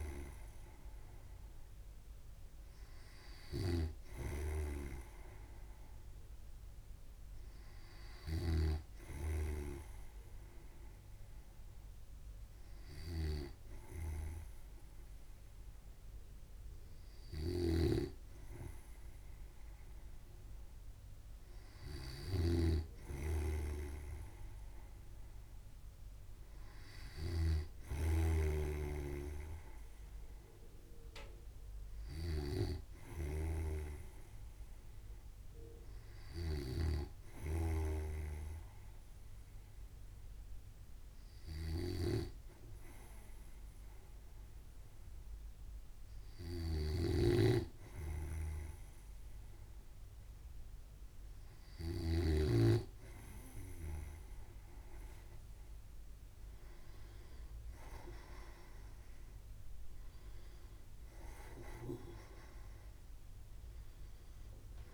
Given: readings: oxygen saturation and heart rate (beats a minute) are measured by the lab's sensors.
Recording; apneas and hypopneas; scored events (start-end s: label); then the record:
breathing in sleep by a room microphone; none
0.00-53.00 s: snoring (device-marked)
From the record:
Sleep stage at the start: N2 (light sleep); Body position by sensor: on the right side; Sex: male